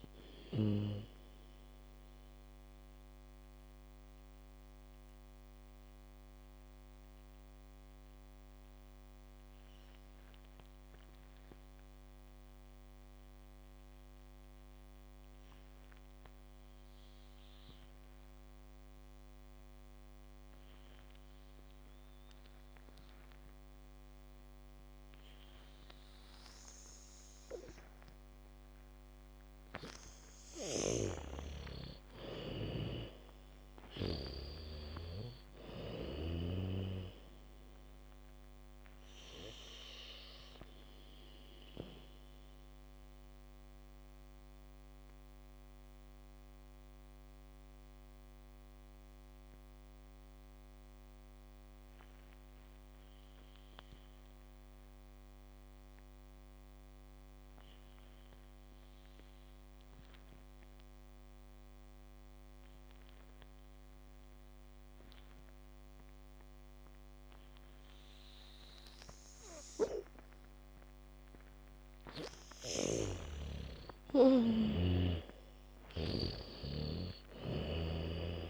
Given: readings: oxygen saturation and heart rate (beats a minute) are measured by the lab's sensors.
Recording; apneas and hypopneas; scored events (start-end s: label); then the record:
breathing in sleep by a microphone on the trachea; 2
0.00-13.50 s: oxygen desaturation (device-marked, oxygen 83% lowest, heart rate 57 extreme)
2.00-30.50 s: mixed apnea (oxygen 96% before, 83% lowest, heart rate 67 before, 57 extreme, up 16 after)
26.50-29.50 s: bradycardia (device-marked, heart rate 71 before, 62 extreme)
26.50-56.50 s: oxygen desaturation (device-marked, oxygen 99% before, 83% lowest, heart rate 75 before, 55 extreme)
30.50-34.50 s: snoring (device-marked)
31.50-36.50 s: arousal
40.50-72.50 s: mixed apnea (oxygen 99% before, 81% lowest, heart rate 65 before, 55 extreme, up 8 after)
58.50-78.50 s: oxygen desaturation (device-marked, oxygen 99% before, 81% lowest, heart rate 82 before, 40 extreme)
68.50-70.50 s: bradycardia (device-marked, heart rate 71 before, 60 extreme)
72.50-76.50 s: bradycardia (device-marked, heart rate 71 before, 55 extreme)
73.50-78.50 s: arousal
From the record:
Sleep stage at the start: N2 (light sleep); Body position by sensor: on the back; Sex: female